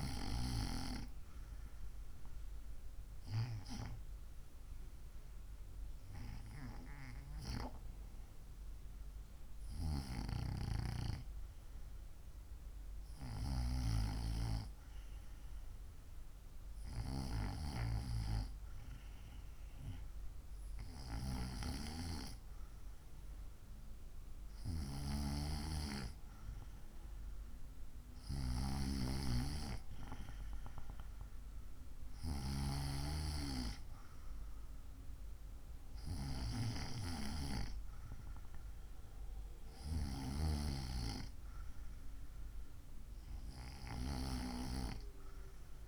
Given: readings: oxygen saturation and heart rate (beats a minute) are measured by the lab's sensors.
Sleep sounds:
breathing in sleep by a room microphone; none
none scored
From the record:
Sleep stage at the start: N2 (light sleep); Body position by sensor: on the right side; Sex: female

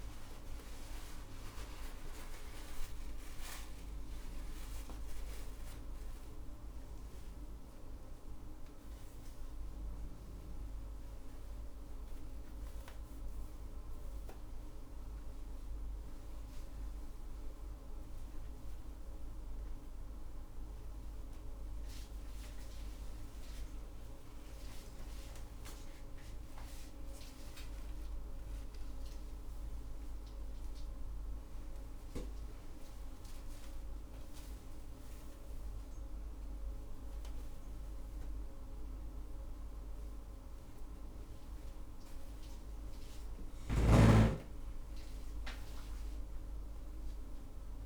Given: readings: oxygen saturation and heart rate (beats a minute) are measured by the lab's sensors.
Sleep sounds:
a person awake in a sleep study, hard to hear, by a room microphone; none
none scored
From the record:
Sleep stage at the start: awake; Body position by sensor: upright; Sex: female

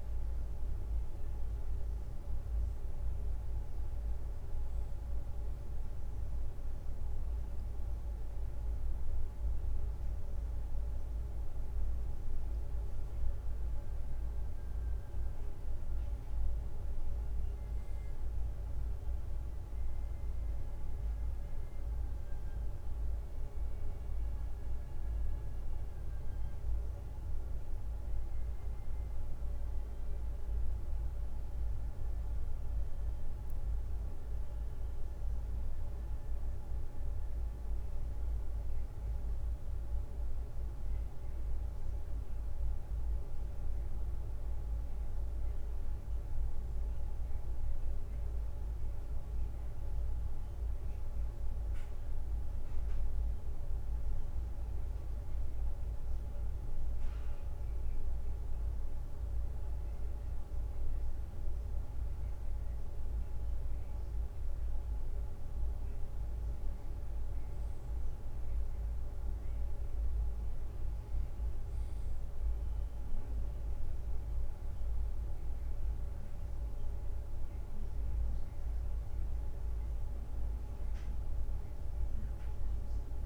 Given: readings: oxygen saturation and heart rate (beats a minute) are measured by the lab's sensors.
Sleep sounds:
a person awake in a sleep study, hard to hear, by a room microphone; none
none scored
From the record:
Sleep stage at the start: awake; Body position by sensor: on the back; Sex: male

